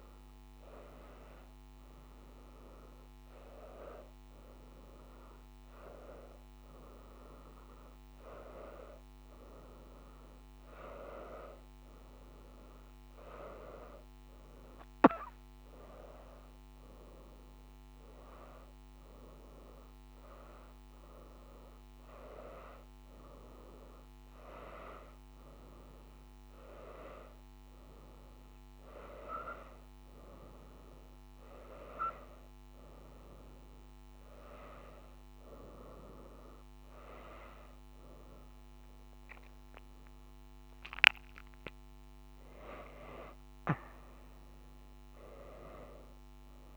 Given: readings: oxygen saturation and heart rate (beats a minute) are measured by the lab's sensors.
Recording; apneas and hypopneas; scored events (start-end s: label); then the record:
a person awake in a sleep study, by a microphone on the trachea; none
5.00-14.00 s: oxygen desaturation (device-marked, oxygen 98% before, 94% lowest, heart rate 96 before, 95 extreme)
16.00-27.00 s: oxygen desaturation (device-marked, oxygen 96% before, 93% lowest, heart rate 95 before, 95 extreme)
From the record:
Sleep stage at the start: awake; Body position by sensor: on the right side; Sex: female